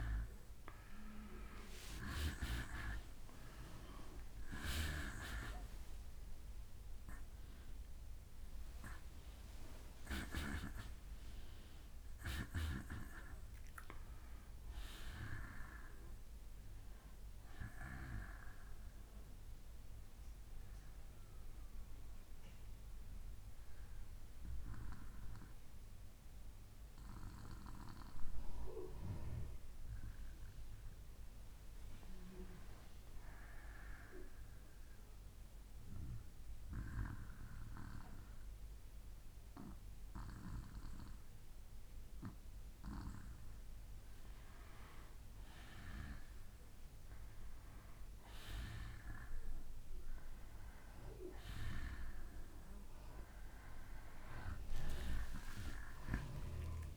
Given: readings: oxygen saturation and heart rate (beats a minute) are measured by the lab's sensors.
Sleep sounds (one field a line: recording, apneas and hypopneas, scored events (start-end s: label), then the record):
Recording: breathing in sleep by a room microphone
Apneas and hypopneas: 1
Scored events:
0.00-2.00 s: arousal
0.00-25.00 s: oxygen desaturation (device-marked, oxygen 86% lowest, heart rate 59 extreme)
22.00-41.50 s: hypopnea (oxygen 93% before, 89% lowest, heart rate 88 before, 59 extreme, up 2 after)
25.00-29.00 s: bradycardia (device-marked, heart rate 65 before, 59 extreme)
35.00-37.00 s: bradycardia (device-marked, heart rate 65 before, 59 extreme)
40.00-56.97 s: oxygen desaturation (device-marked, oxygen 96% before, 91% lowest, heart rate 60 before, 57 extreme)
53.50-56.97 s: arousal
From the record:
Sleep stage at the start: N2 (light sleep)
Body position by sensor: on the back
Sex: male